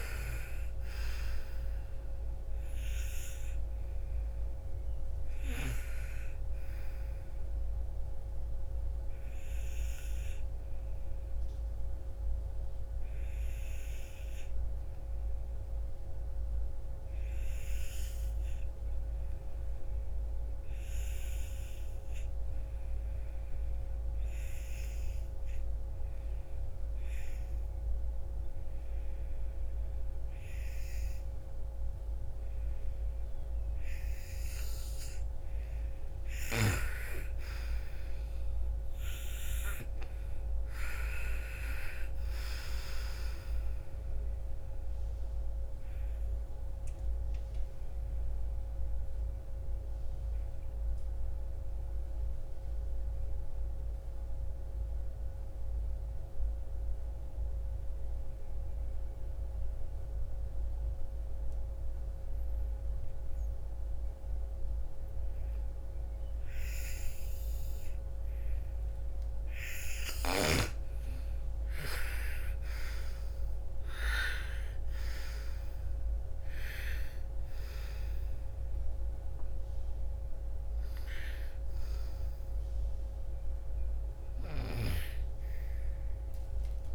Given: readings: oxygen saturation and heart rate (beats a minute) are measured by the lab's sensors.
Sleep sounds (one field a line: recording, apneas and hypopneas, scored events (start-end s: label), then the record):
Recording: breathing in sleep by a room microphone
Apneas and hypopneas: 2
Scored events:
0.00-1.50 s: arousal
0.00-15.00 s: oxygen desaturation (device-marked, oxygen 87% lowest, heart rate 52 extreme)
8.50-35.50 s: obstructive apnea (oxygen 99% before, 85% lowest, heart rate 58 before, 48 extreme, up 17 after)
31.00-60.00 s: oxygen desaturation (device-marked, oxygen 98% before, 85% lowest, heart rate 58 before, 38 extreme)
36.50-40.50 s: arousal
45.50-68.50 s: obstructive apnea (oxygen 98% before, 85% lowest, heart rate 60 before, 38 extreme, up 33 after)
70.50-74.50 s: arousal
74.00-86.95 s: oxygen desaturation (device-marked, oxygen 98% before, 87% lowest, heart rate 44 before, 55 extreme)
From the record:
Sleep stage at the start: N2 (light sleep)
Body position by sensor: on the front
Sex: female